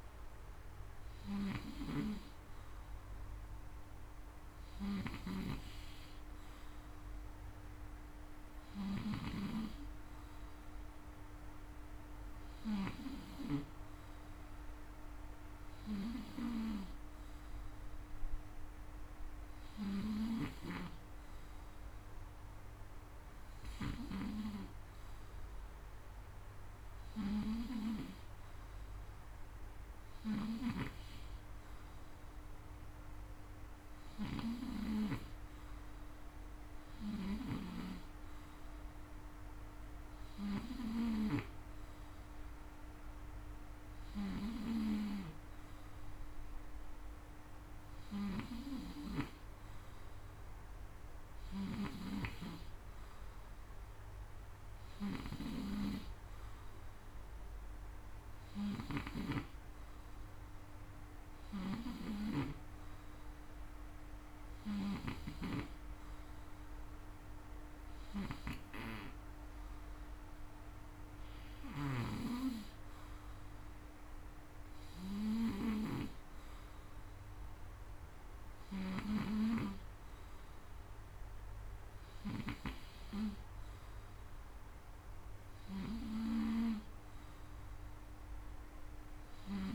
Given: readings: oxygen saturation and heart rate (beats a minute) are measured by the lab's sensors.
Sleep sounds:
breathing in sleep by a room microphone; none
0.00-12.50 s: snoring (device-marked)
20.00-23.50 s: snoring (device-marked)
30.00-85.50 s: snoring (device-marked)
From the record:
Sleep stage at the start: N2 (light sleep); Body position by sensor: on the front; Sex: male

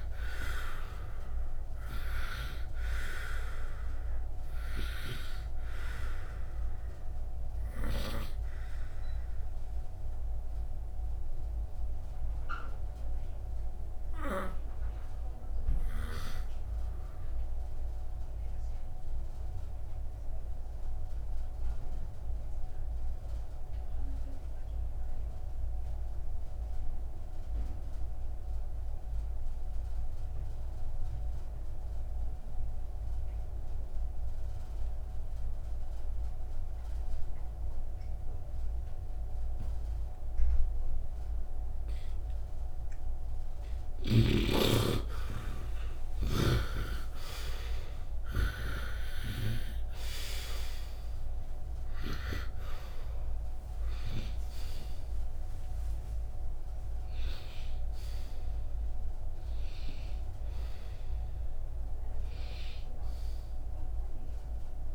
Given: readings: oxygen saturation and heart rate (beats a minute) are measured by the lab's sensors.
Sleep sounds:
breathing in sleep by a room microphone; 1
0.00-22.50 s: oxygen desaturation (device-marked, oxygen 70% lowest, heart rate 54 extreme)
7.50-44.00 s: obstructive apnea (oxygen 94% before, 70% lowest, heart rate 59 before, 54 extreme, up 11 after)
46.00-50.50 s: arousal
56.50-64.95 s: oxygen desaturation (device-marked, oxygen 90% before, 76% lowest, heart rate 60 before, 53 extreme)
From the record:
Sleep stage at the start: N2 (light sleep); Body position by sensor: on the right side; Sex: male

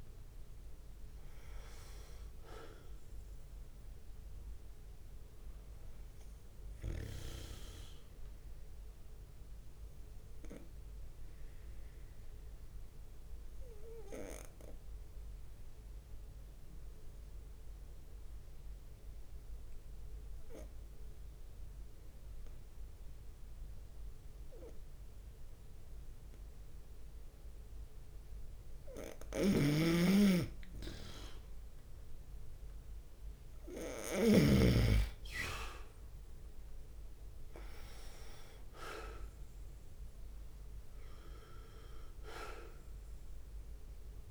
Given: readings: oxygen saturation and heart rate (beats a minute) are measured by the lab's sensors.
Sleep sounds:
breathing in sleep by a room microphone; 1
0.00-2.00 s: drop in pulse transit time (device-marked, heart rate 67 extreme)
0.00-17.00 s: oxygen desaturation (device-marked, oxygen 92% lowest, heart rate 64 extreme)
7.00-29.00 s: obstructive apnea (oxygen 97% before, 92% lowest, heart rate 69 before, 64 extreme, up 4 after)
29.50-35.00 s: snoring (device-marked)
32.00-44.31 s: drop in pulse transit time (device-marked, heart rate 66 before, 67 extreme)
33.00-36.50 s: arousal
36.50-43.50 s: leg movement (device-marked)
37.00-44.31 s: oxygen desaturation (device-marked, oxygen 97% before, 93% lowest, heart rate 66 before, 64 extreme)
From the record:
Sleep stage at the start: N2 (light sleep); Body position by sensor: on the right side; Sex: male

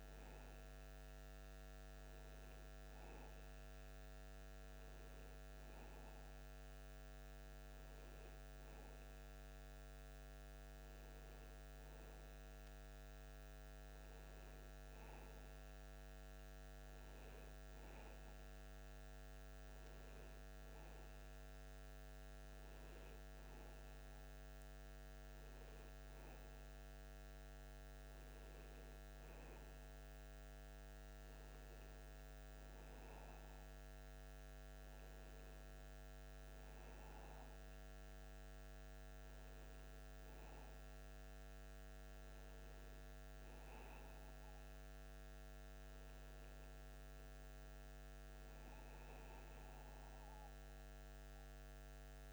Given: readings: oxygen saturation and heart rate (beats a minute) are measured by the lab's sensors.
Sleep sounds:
breathing in sleep, hard to hear, by a microphone on the trachea; none
none scored
From the record:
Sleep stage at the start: N2 (light sleep); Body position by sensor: on the back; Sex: male

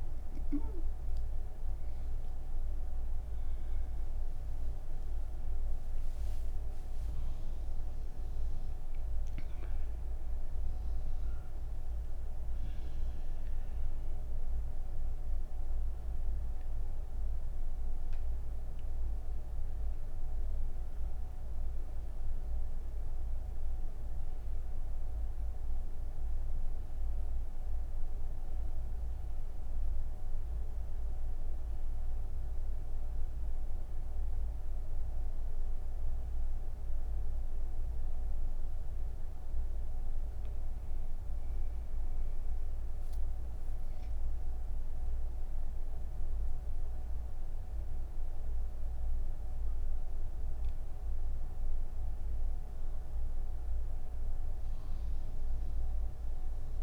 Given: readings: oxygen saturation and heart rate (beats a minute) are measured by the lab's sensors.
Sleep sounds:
breathing in sleep, hard to hear, by a room microphone; none
40.50-55.50 s: oxygen desaturation (device-marked, oxygen 93% before, 87% lowest)
From the record:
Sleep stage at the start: N2 (light sleep); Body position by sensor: on the right side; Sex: female

